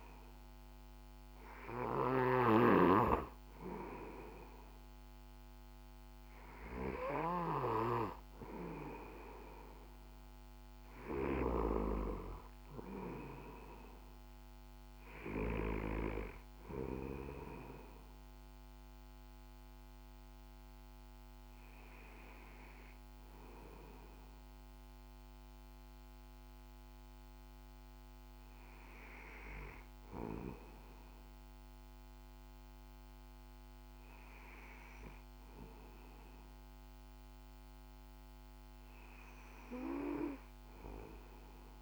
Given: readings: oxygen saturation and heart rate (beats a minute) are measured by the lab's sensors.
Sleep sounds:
breathing in sleep by a microphone on the trachea; none
0.00-3.50 s: arousal
0.00-11.00 s: snoring (device-marked)
From the record:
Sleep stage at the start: N2 (light sleep); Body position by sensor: on the back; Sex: male

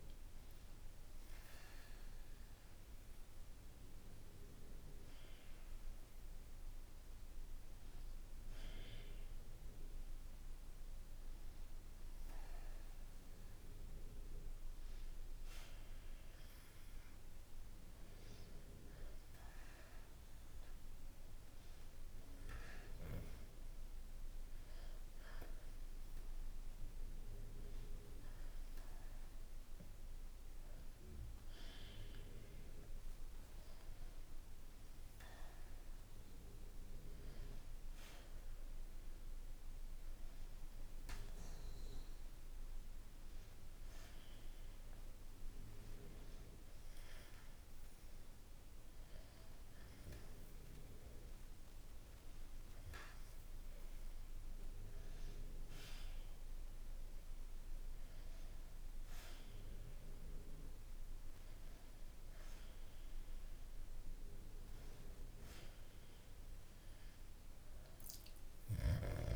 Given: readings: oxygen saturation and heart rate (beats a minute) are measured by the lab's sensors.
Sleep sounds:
breathing in sleep by a room microphone; none
none scored
From the record:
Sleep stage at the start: N1 (lightest sleep); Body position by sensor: on the back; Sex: male

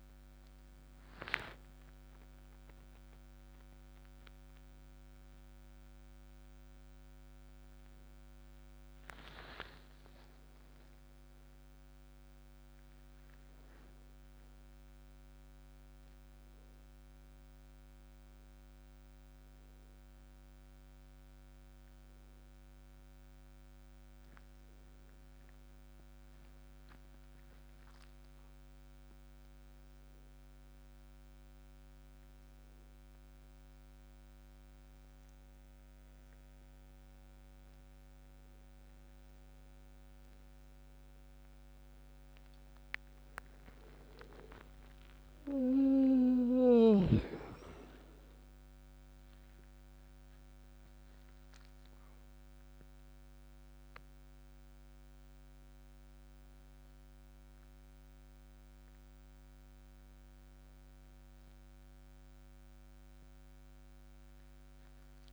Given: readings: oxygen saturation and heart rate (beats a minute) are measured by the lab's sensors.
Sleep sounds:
a person awake in a sleep study, by a microphone on the trachea; none
none scored
From the record:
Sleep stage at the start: awake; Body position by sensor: on the back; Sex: male

